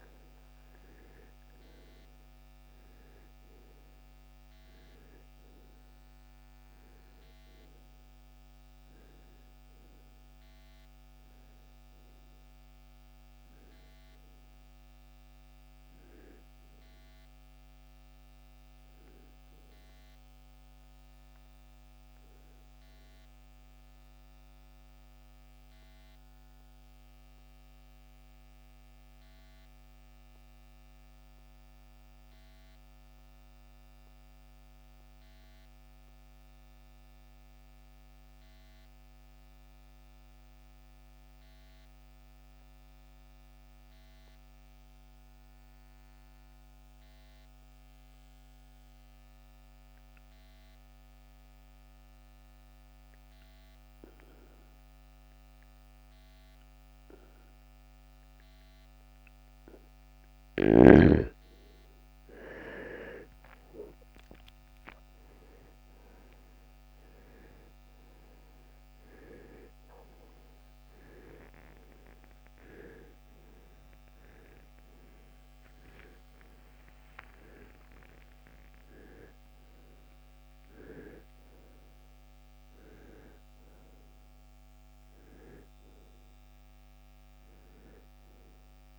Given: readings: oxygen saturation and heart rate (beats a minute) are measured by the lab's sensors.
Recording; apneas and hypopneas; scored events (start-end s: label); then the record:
breathing in sleep by a microphone on the trachea; 1
0.00-44.00 s: oxygen desaturation (device-marked, oxygen 79% lowest, heart rate 47 extreme)
23.50-61.00 s: mixed apnea (oxygen 95% before, 79% lowest, heart rate 77 before, 47 extreme, up 25 after)
62.00-66.50 s: arousal
71.00-88.98 s: oxygen desaturation (device-marked, oxygen 97% before, 80% lowest, heart rate 61 before, 53 extreme)
From the record:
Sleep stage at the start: REM sleep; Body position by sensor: on the right side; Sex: male